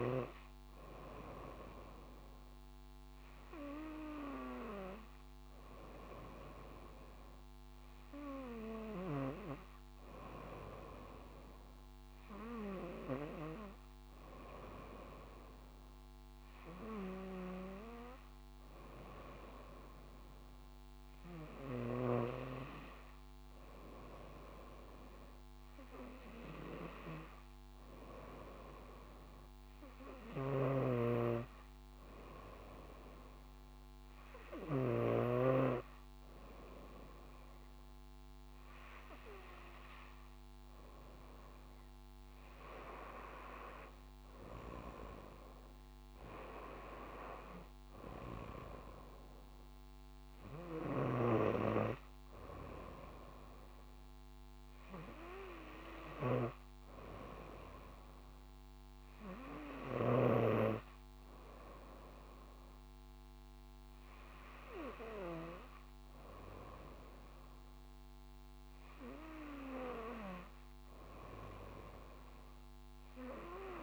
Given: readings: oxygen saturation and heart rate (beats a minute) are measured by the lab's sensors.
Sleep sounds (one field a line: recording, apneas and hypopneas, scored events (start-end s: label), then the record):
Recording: breathing in sleep by a microphone on the trachea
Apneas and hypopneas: none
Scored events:
30.50-35.50 s: snoring (device-marked)
42.00-46.50 s: arousal
From the record:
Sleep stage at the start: N2 (light sleep)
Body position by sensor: on the front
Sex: female